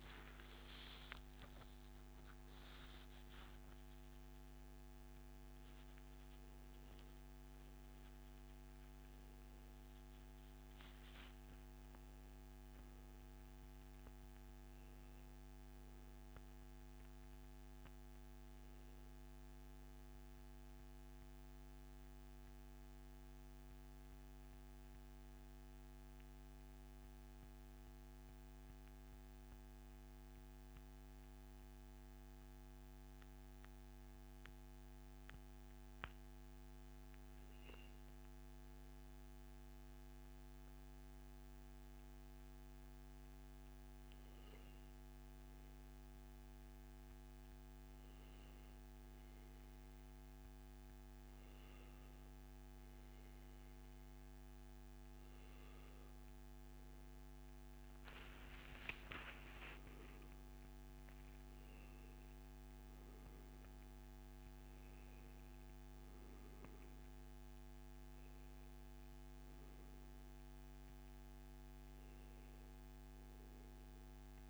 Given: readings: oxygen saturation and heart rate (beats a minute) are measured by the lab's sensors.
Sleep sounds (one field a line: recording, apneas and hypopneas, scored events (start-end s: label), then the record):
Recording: breathing in sleep, hard to hear, by a microphone on the trachea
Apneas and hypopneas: 2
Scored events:
21.00-35.50 s: central apnea (oxygen 96% before, 93% lowest, heart rate 140 before, 141 extreme, up 1 after)
37.00-41.00 s: arousal
43.50-56.00 s: obstructive apnea (oxygen 98% before, 94% lowest, heart rate 144 before, 140 extreme, up 0 after)
57.50-61.50 s: arousal
70.00-74.50 s: oxygen desaturation (device-marked, oxygen 97% before, 94% lowest, heart rate 141 before, 142 extreme)
From the record:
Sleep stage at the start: REM sleep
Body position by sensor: on the back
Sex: male